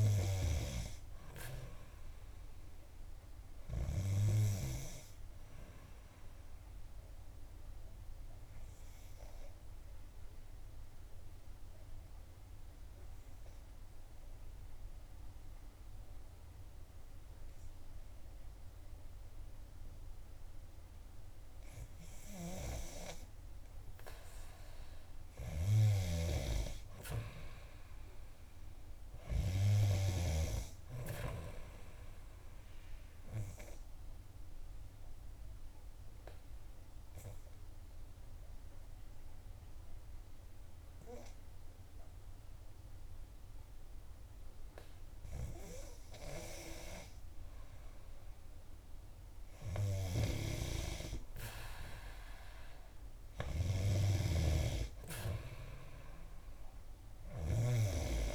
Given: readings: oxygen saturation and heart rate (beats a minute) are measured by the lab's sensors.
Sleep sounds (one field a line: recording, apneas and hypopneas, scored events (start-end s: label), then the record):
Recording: breathing in sleep by a room microphone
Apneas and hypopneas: 2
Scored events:
9.00-21.50 s: obstructive apnea (oxygen 93% before, 91% lowest, heart rate 61 before, 58 extreme, up 7 after)
24.00-29.00 s: arousal
31.50-49.50 s: oxygen desaturation (device-marked, oxygen 95% before, 91% lowest, heart rate 61 before, 61 extreme)
33.00-45.00 s: obstructive apnea (oxygen 95% before, 91% lowest, heart rate 62 before, 62 extreme, up 0 after)
50.50-54.00 s: arousal
From the record:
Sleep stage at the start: N2 (light sleep)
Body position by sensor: on the back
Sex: female